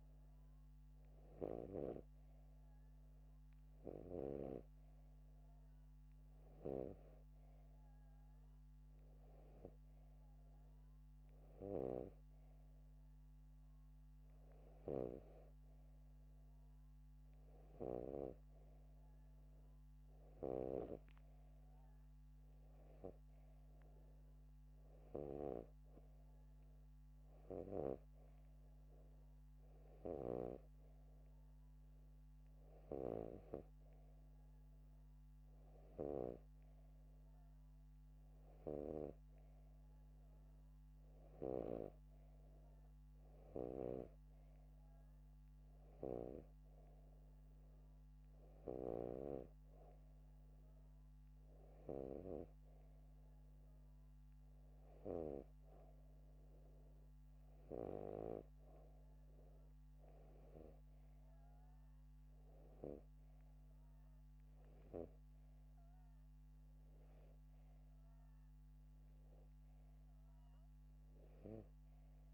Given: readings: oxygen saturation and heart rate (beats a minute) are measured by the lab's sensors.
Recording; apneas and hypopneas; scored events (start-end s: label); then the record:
breathing in sleep by a microphone on the trachea; none
none scored
From the record:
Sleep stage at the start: N2 (light sleep); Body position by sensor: upright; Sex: male